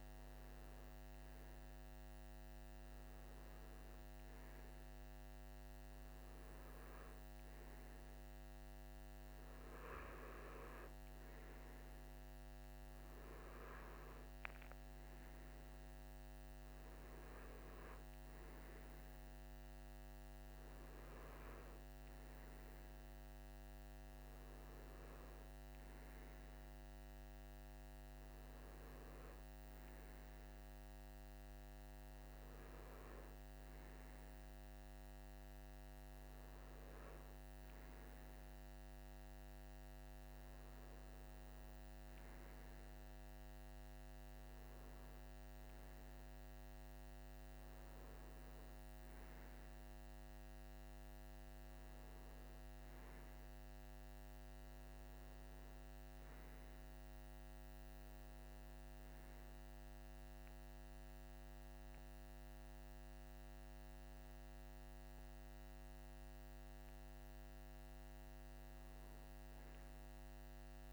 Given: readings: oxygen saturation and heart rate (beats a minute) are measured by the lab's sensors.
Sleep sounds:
breathing in sleep, hard to hear, by a microphone on the trachea; none
none scored
From the record:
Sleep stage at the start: N2 (light sleep); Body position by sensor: on the right side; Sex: male

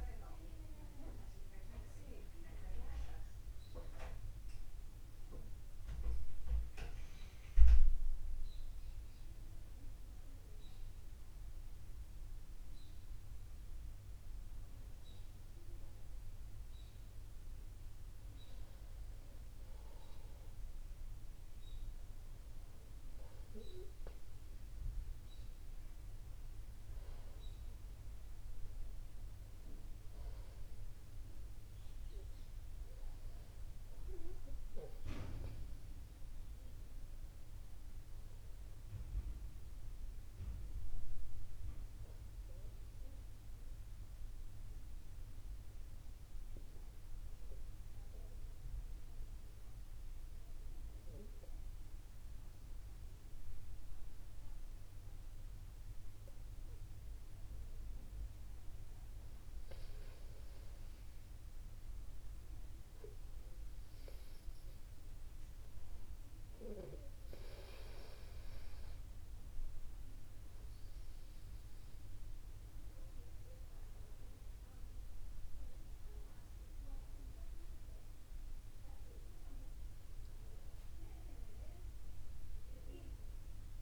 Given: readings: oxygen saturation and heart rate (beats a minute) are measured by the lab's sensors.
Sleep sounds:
breathing in sleep by a room microphone; 1
31.50-37.00 s: arousal
44.00-58.00 s: hypopnea (oxygen 97% before, 95% lowest, heart rate 50 before, 50 extreme, up 1 after)
60.00-64.50 s: arousal
From the record:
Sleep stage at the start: N2 (light sleep); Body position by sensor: upright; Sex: male

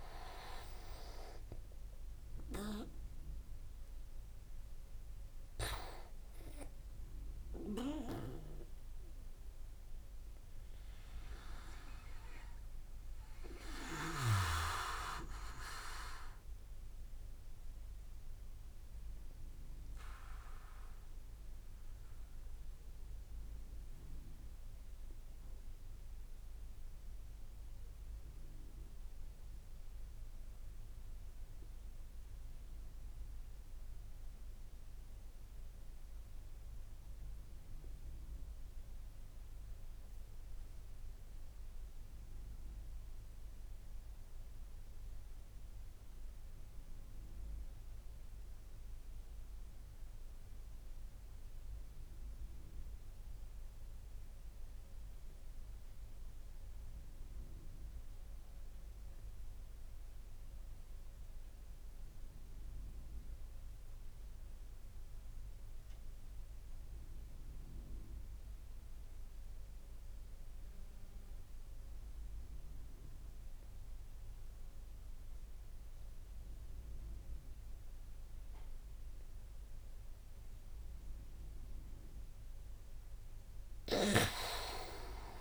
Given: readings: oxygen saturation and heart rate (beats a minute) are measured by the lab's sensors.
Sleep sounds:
breathing in sleep by a room microphone; 1
0.00-26.50 s: oxygen desaturation (device-marked, oxygen 86% lowest)
8.00-81.00 s: obstructive apnea (oxygen 97% before, 79% lowest)
22.50-24.50 s: leg movement (device-marked)
31.00-32.50 s: leg movement (device-marked)
61.50-85.41 s: oxygen desaturation (device-marked, oxygen 99% before, 79% lowest)
84.00-85.41 s: arousal
From the record:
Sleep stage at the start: N2 (light sleep); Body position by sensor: on the back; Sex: male

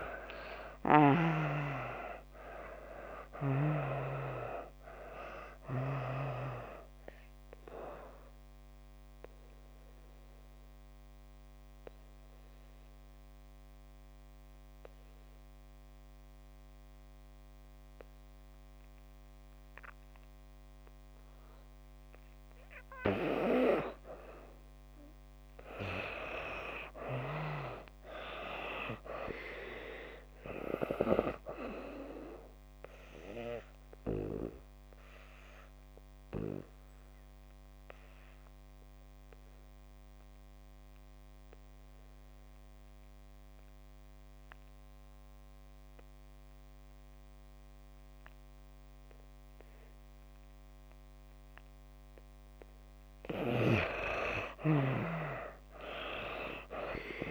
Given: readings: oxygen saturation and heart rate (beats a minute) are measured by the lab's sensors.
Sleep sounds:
breathing in sleep by a microphone on the trachea; 2
0.00-27.00 s: oxygen desaturation (device-marked, oxygen 61% lowest)
7.50-22.50 s: obstructive apnea (oxygen 87% before, 61% lowest)
26.50-29.50 s: arousal
29.00-53.00 s: oxygen desaturation (device-marked, oxygen 97% before, 78% lowest)
33.00-52.50 s: obstructive apnea (oxygen 97% before, 72% lowest)
54.50-57.00 s: arousal
55.00-57.31 s: oxygen desaturation (device-marked, oxygen 95% before, 72% lowest)
From the record:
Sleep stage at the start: N2 (light sleep); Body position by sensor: on the back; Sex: female

